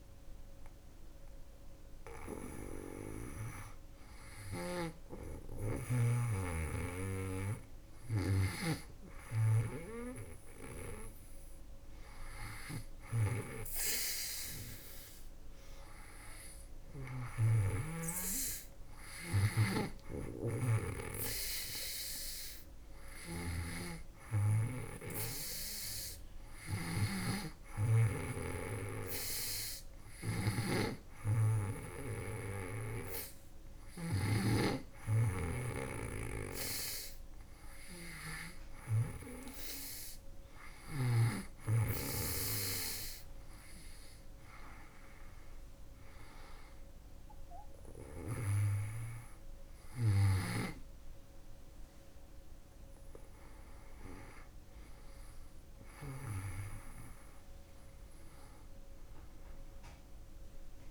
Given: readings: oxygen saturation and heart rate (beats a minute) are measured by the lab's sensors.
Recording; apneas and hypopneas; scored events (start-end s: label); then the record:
breathing in sleep by a room microphone; none
0.00-1.00 s: oxygen desaturation (device-marked, oxygen 94% lowest, heart rate 72 extreme)
4.00-17.00 s: snoring (device-marked)
19.00-41.00 s: snoring (device-marked)
49.50-56.00 s: snoring (device-marked)
From the record:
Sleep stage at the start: N2 (light sleep); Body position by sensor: on the back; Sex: female